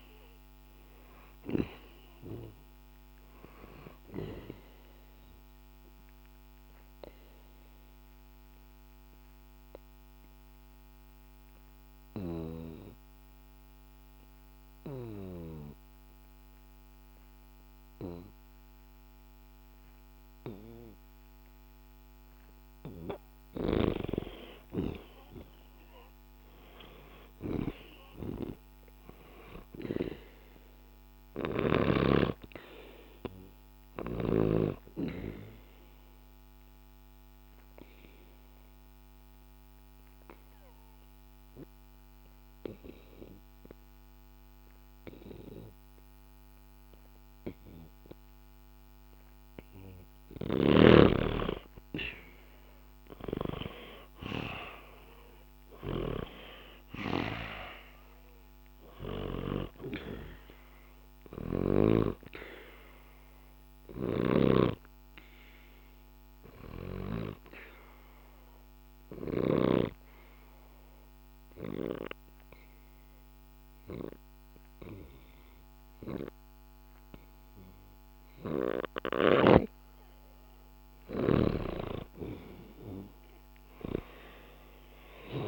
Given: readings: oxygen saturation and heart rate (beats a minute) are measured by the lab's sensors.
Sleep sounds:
breathing in sleep by a microphone on the trachea; 3
0.00-1.50 s: snoring (device-marked)
0.00-19.00 s: oxygen desaturation (device-marked, oxygen 88% lowest, heart rate 64 extreme)
5.00-22.00 s: obstructive apnea (oxygen 97% before, 88% lowest, heart rate 67 before, 64 extreme, up 0 after)
23.00-31.50 s: snoring (device-marked)
24.50-28.50 s: arousal
33.00-47.00 s: oxygen desaturation (device-marked, oxygen 98% before, 92% lowest, heart rate 66 before, 64 extreme)
33.50-49.00 s: obstructive apnea (oxygen 98% before, 90% lowest, heart rate 66 before, 64 extreme, up 0 after)
50.00-69.50 s: snoring (device-marked)
51.00-55.50 s: arousal
58.00-77.00 s: oxygen desaturation (device-marked, oxygen 96% before, 90% lowest, heart rate 67 before, 67 extreme)
60.50-81.00 s: obstructive apnea (oxygen 96% before, 90% lowest, heart rate 67 before, 66 extreme, up 1 after)
79.00-85.48 s: snoring (device-marked)
From the record:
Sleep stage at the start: N2 (light sleep); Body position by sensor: on the back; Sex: male

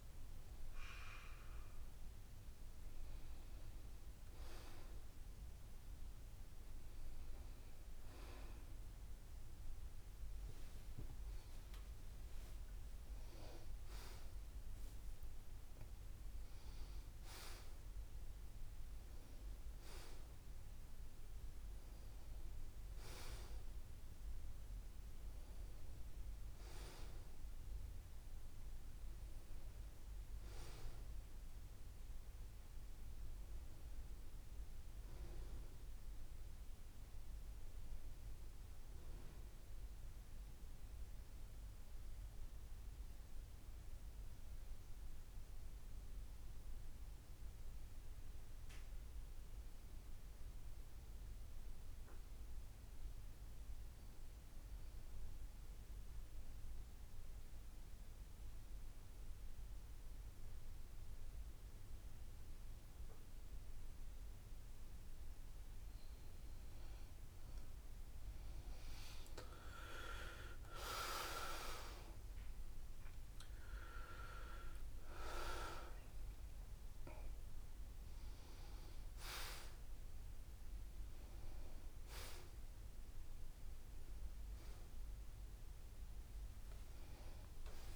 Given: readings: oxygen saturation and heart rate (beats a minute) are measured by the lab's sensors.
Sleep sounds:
breathing in sleep by a room microphone; 1
10.00-13.50 s: arousal
16.00-87.96 s: new sleep stage, N2 (light sleep)
40.50-67.00 s: mixed apnea (oxygen 93% before, 84% lowest, heart rate 74 before, 70 extreme, up 7 after)
60.00-87.96 s: oxygen desaturation (device-marked, oxygen 93% before, 84% lowest, heart rate 71 before, 72 extreme)
70.00-73.50 s: arousal
From the record:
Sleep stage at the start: N1 (lightest sleep); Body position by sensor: on the back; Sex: male

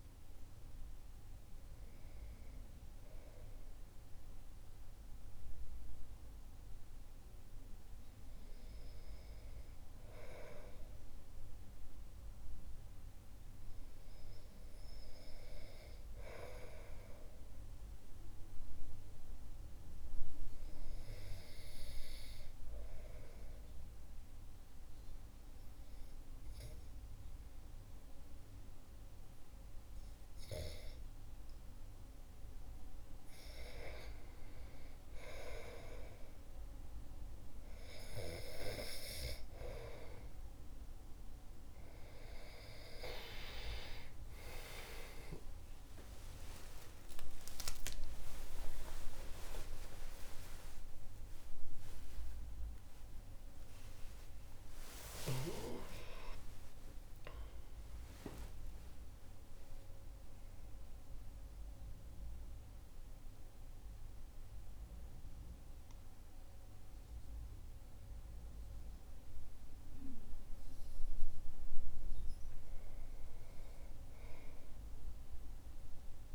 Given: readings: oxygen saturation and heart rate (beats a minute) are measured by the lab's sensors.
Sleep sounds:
breathing in sleep by a room microphone; 2
22.00-32.00 s: obstructive apnea (oxygen 98% before, 95% lowest, heart rate 55 before, 62 extreme, up 7 after)
34.50-37.50 s: arousal
46.50-53.00 s: arousal
51.00-62.00 s: oxygen desaturation (device-marked, oxygen 98% before, 95% lowest, heart rate 76 before, 52 extreme)
60.50-70.50 s: central apnea (oxygen 98% before, 95% lowest, heart rate 94 before, 52 extreme, up 1 after)
74.00-76.35 s: arousal
From the record:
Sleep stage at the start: N2 (light sleep); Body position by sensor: on the back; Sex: male

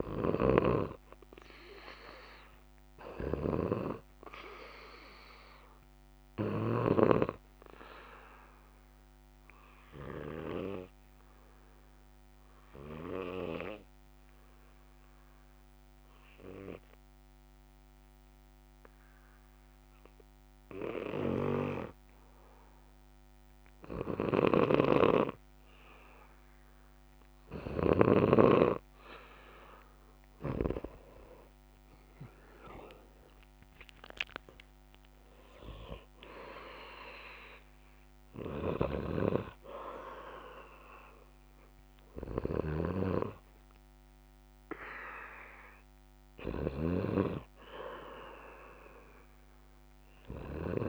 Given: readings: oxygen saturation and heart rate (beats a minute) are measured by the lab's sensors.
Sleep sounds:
breathing in sleep by a microphone on the trachea; 1
0.00-1.00 s: arousal
0.00-7.50 s: snoring (device-marked)
8.00-27.00 s: obstructive apnea (oxygen 96% before, 89% lowest, heart rate 67 before, 61 extreme, up 9 after)
24.50-28.50 s: snoring (device-marked)
28.00-50.89 s: oxygen desaturation (device-marked, oxygen 96% before, 89% lowest, heart rate 66 before, 61 extreme)
31.50-35.50 s: arousal
39.00-47.50 s: snoring (device-marked)
From the record:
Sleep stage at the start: N2 (light sleep); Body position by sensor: on the back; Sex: male

